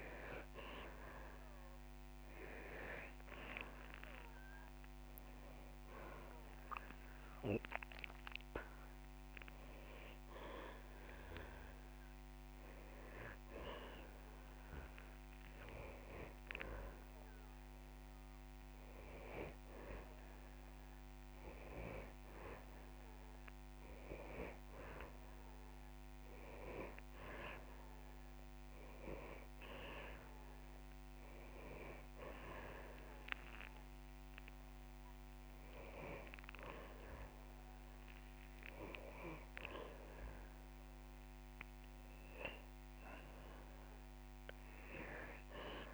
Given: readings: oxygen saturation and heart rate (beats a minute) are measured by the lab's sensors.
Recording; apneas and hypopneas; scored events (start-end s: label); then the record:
breathing in sleep by a microphone on the trachea; none
12.00-14.00 s: long interval between heartbeats (device-marked)
From the record:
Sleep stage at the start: N2 (light sleep); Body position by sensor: on the back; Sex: male